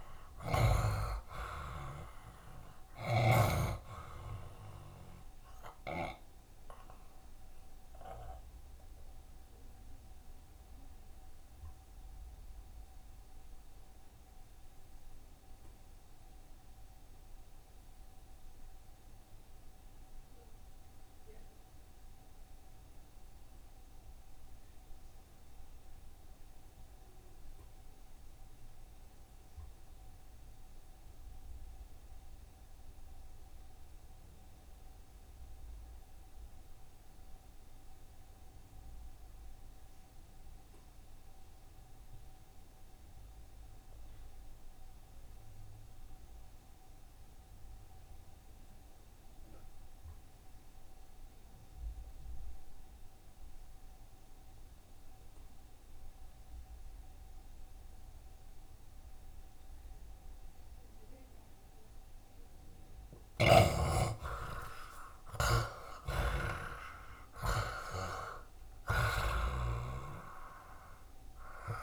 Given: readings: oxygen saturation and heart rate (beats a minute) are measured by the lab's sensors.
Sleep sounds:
breathing in sleep by a room microphone; 1
0.00-4.00 s: snoring (device-marked)
0.00-26.50 s: oxygen desaturation (device-marked, oxygen 68% lowest, heart rate 66 extreme)
6.00-62.00 s: obstructive apnea (oxygen 87% before, 65% lowest, heart rate 73 before, 66 extreme, up 4 after)
28.50-71.83 s: oxygen desaturation (device-marked, oxygen 90% before, 67% lowest, heart rate 69 before, 67 extreme)
64.00-69.00 s: arousal
From the record:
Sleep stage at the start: N2 (light sleep); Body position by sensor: on the back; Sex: male

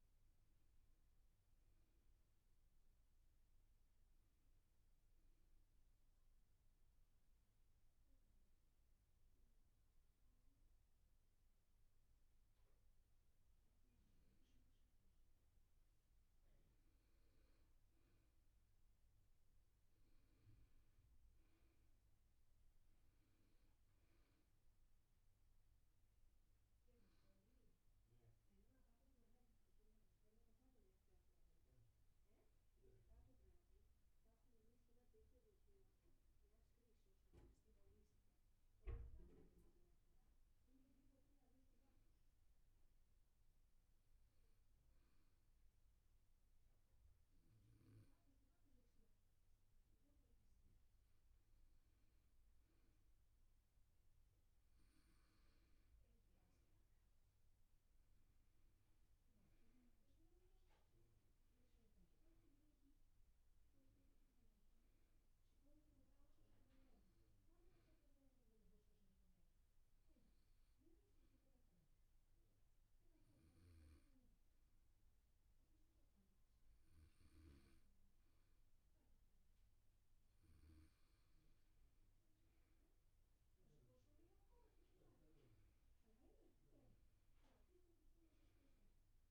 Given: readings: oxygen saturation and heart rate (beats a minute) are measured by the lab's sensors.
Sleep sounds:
breathing in sleep, hard to hear, by a room microphone; 3
6.50-17.50 s: hypopnea (oxygen 96% before, 93% lowest, heart rate 84 before, 69 extreme, up 21 after)
20.00-23.00 s: arousal
23.00-45.00 s: oxygen desaturation (device-marked, oxygen 99% before, 93% lowest, heart rate 74 before, 75 extreme)
42.50-52.50 s: hypopnea (oxygen 99% before, 93% lowest, heart rate 157 before, 75 extreme, up 32 after)
58.50-62.00 s: arousal
60.00-81.00 s: oxygen desaturation (device-marked, oxygen 96% before, 93% lowest, heart rate 180 before, 75 extreme)
69.00-80.00 s: obstructive apnea (oxygen 96% before, 93% lowest, heart rate 151 before, 111 extreme)
81.50-85.00 s: arousal
From the record:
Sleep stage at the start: N2 (light sleep); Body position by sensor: on the back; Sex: male

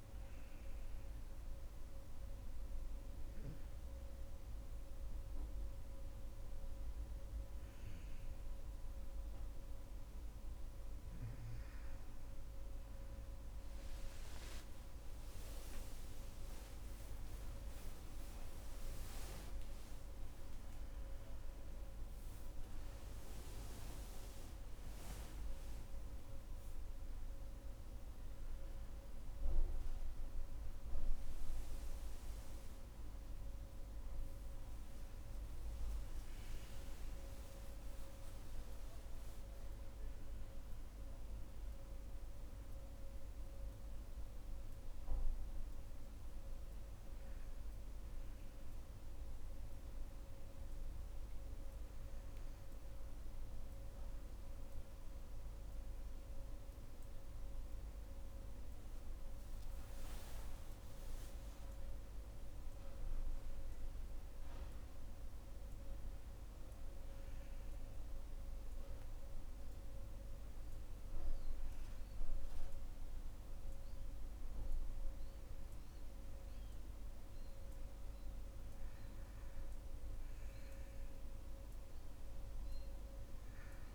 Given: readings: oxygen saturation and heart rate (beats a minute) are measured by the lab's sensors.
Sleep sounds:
breathing in sleep, hard to hear, by a room microphone; 1
35.00-83.95 s: new sleep stage, N2 (light sleep)
36.00-40.50 s: arousal
43.50-54.50 s: hypopnea (oxygen 97% before, 92% lowest, heart rate 72 before, 61 extreme, up 16 after)
57.00-60.50 s: arousal
58.00-72.00 s: oxygen desaturation (device-marked, oxygen 96% before, 93% lowest, heart rate 66 before, 61 extreme)
60.50-62.50 s: long interval between heartbeats (device-marked, heart rate 66 before, 75 extreme)
From the record:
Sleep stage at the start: N1 (lightest sleep); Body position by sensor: on the right side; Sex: female

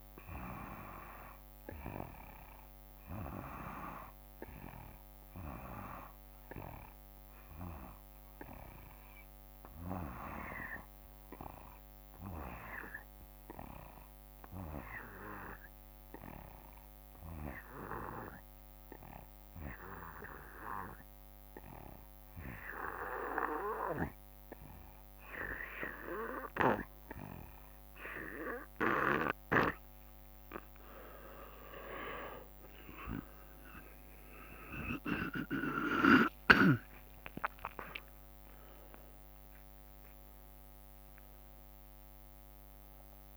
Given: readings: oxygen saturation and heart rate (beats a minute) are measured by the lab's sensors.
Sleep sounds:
breathing in sleep by a microphone on the trachea; 1
6.00-23.50 s: obstructive apnea (oxygen 95% before, 88% lowest, heart rate 57 before, 55 extreme, up 4 after)
25.00-28.00 s: arousal
25.50-43.37 s: oxygen desaturation (device-marked, oxygen 93% before, 88% lowest, heart rate 56 before, 53 extreme)
31.50-43.37 s: drop in pulse transit time (device-marked, heart rate 56 before, 59 extreme)
From the record:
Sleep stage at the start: N2 (light sleep); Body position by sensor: on the back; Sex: male

